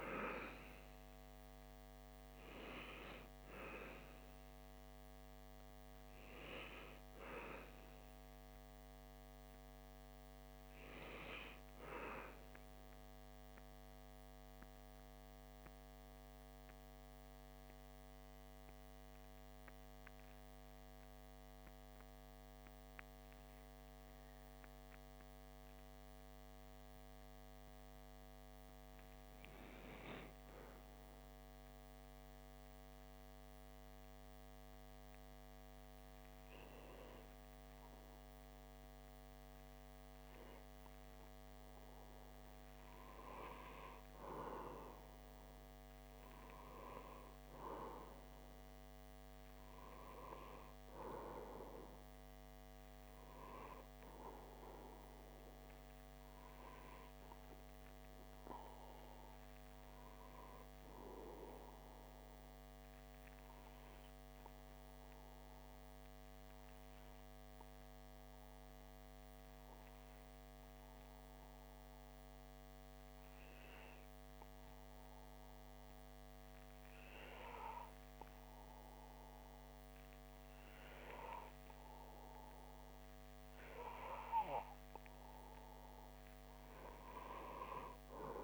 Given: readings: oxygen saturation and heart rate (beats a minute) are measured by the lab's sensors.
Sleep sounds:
breathing in sleep by a microphone on the trachea; 2
6.00-16.00 s: oxygen desaturation (device-marked, oxygen 97% before, 94% lowest)
13.00-41.50 s: mixed apnea (oxygen 98% before, 94% lowest)
43.50-47.00 s: arousal
48.00-88.44 s: new sleep stage, N2 (light sleep)
62.00-83.00 s: obstructive apnea (oxygen 98% before, 93% lowest)
87.00-88.44 s: arousal
From the record:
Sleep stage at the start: N1 (lightest sleep); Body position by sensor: on the back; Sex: male

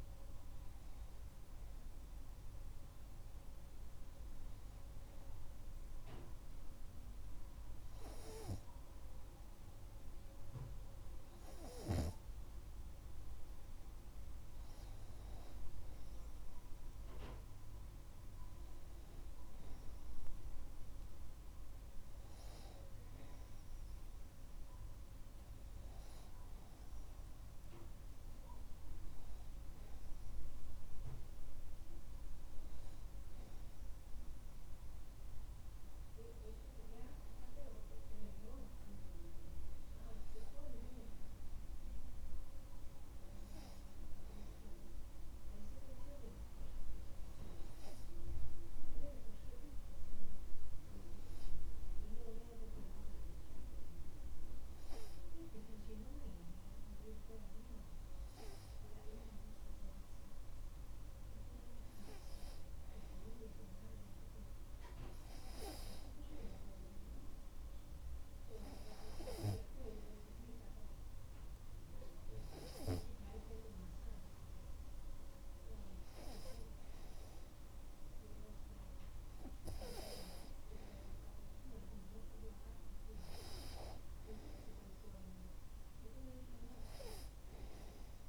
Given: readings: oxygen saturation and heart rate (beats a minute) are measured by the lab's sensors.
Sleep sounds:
breathing in sleep by a room microphone; 1
2.00-15.00 s: hypopnea (oxygen 96% before, 95% lowest)
18.50-22.50 s: arousal
From the record:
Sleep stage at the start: N2 (light sleep); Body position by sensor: on the right side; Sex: male

